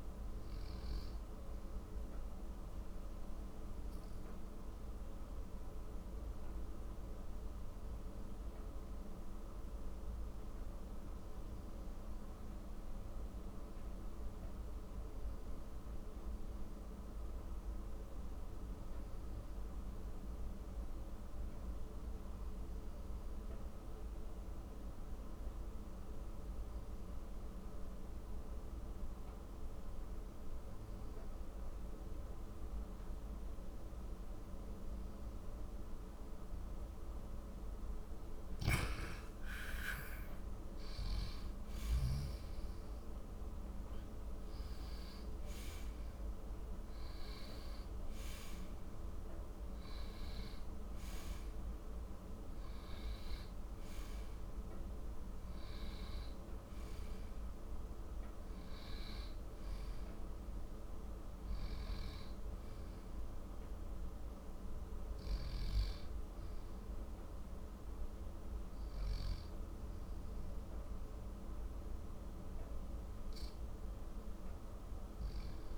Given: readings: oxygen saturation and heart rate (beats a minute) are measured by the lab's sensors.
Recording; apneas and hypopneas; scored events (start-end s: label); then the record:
breathing in sleep, hard to hear, by a room microphone; 1
0.00-9.00 s: oxygen desaturation (device-marked, oxygen 92% lowest, heart rate 48 extreme)
2.00-37.00 s: mixed apnea (oxygen 97% before, 91% lowest, heart rate 64 before, 48 extreme, up 8 after)
38.50-44.00 s: arousal
44.00-75.00 s: oxygen desaturation (device-marked, oxygen 97% before, 91% lowest, heart rate 60 before, 46 extreme)
From the record:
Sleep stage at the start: N2 (light sleep); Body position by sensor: on the back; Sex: male